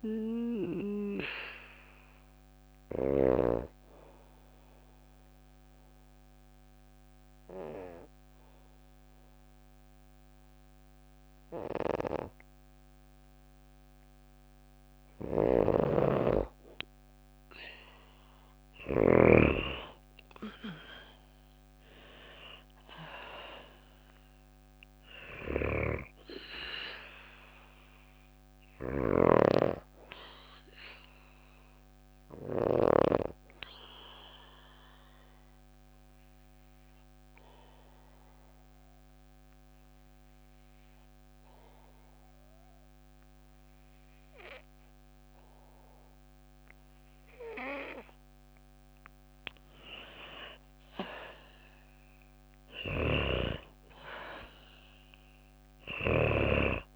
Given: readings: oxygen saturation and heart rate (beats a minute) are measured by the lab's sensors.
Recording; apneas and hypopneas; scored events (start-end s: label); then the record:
breathing in sleep by a microphone on the trachea; 2
0.00-13.50 s: oxygen desaturation (device-marked, oxygen 93% lowest, heart rate 53 extreme)
3.00-14.00 s: obstructive apnea (oxygen 97% before, 91% lowest, heart rate 58 before, 53 extreme, up 6 after)
14.50-18.50 s: snoring (device-marked)
18.00-22.50 s: arousal
28.00-32.00 s: snoring (device-marked)
31.00-46.00 s: obstructive apnea (oxygen 97% before, 91% lowest, heart rate 56 before, 53 extreme, up 5 after)
48.00-52.00 s: arousal
52.00-55.50 s: snoring (device-marked)
55.50-56.95 s: oxygen desaturation (device-marked, oxygen 97% before, 91% lowest, heart rate 56 before, 52 extreme)
From the record:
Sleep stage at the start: N2 (light sleep); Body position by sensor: on the back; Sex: female